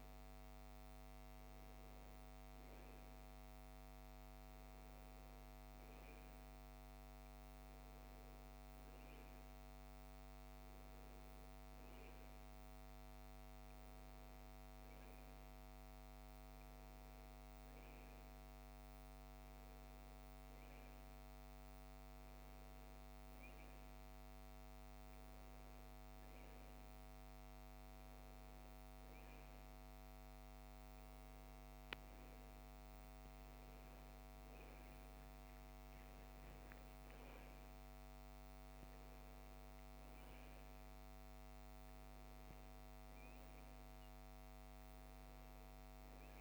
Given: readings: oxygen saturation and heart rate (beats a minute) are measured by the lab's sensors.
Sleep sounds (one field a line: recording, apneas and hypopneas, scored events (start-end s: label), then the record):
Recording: breathing in sleep, hard to hear, by a microphone on the trachea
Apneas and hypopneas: none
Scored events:
33.50-38.00 s: arousal
From the record:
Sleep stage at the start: N1 (lightest sleep)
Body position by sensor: on the right side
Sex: female